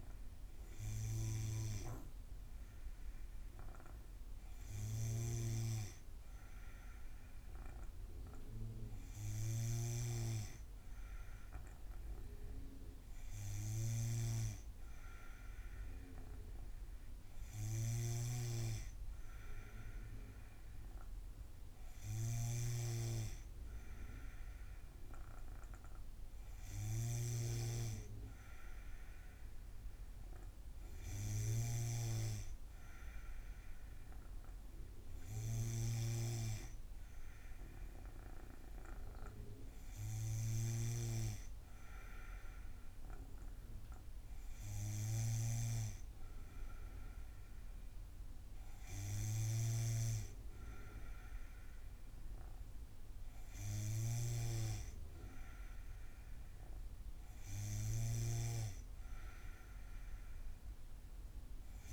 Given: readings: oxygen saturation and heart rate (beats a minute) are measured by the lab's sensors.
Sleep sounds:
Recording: breathing in sleep by a room microphone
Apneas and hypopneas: none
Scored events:
5.00-61.93 s: snoring (device-marked)
From the record:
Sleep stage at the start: N2 (light sleep)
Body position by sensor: on the back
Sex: female

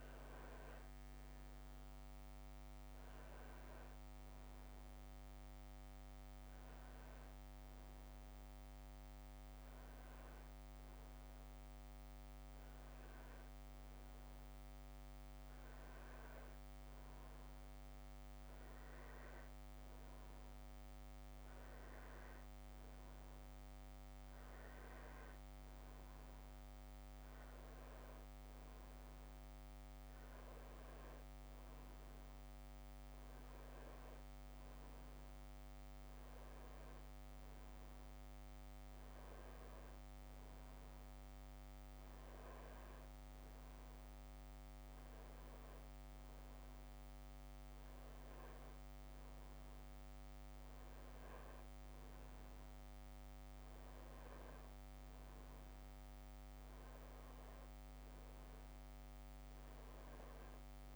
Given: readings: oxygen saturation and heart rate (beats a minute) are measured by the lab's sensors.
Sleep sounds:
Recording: a person partly awake in a sleep study, hard to hear, by a microphone on the trachea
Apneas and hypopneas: none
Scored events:
0.00-7.50 s: oxygen desaturation (device-marked, oxygen 93% lowest, heart rate 77 extreme)
3.50-60.96 s: new sleep stage, N1 (lightest sleep)
From the record:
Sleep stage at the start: awake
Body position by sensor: on the back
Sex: male

